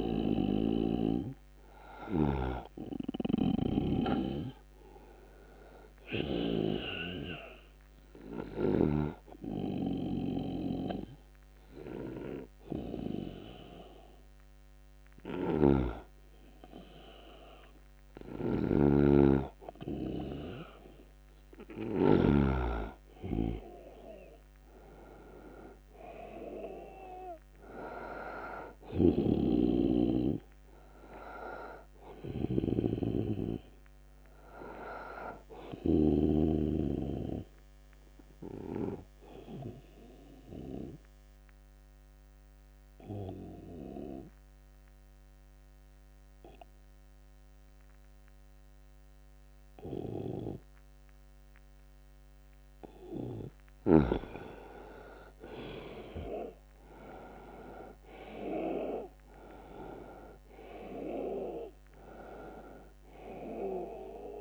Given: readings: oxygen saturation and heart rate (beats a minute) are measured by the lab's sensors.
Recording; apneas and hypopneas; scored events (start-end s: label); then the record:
breathing in sleep by a microphone on the trachea; 2
0.00-2.50 s: snoring (device-marked)
6.00-20.00 s: hypopnea (oxygen 98% before, 86% lowest, heart rate 79 before, 75 extreme, up 8 after)
15.50-22.50 s: snoring (device-marked)
22.00-25.00 s: arousal
29.00-36.50 s: snoring (device-marked)
37.50-53.00 s: obstructive apnea (oxygen 96% before, 86% lowest, heart rate 81 before, 74 extreme, up 7 after)
55.00-59.50 s: arousal
55.00-64.41 s: oxygen desaturation (device-marked, oxygen 97% before, 86% lowest, heart rate 80 before, 66 extreme)
From the record:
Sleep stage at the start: N2 (light sleep); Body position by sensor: on the right side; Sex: male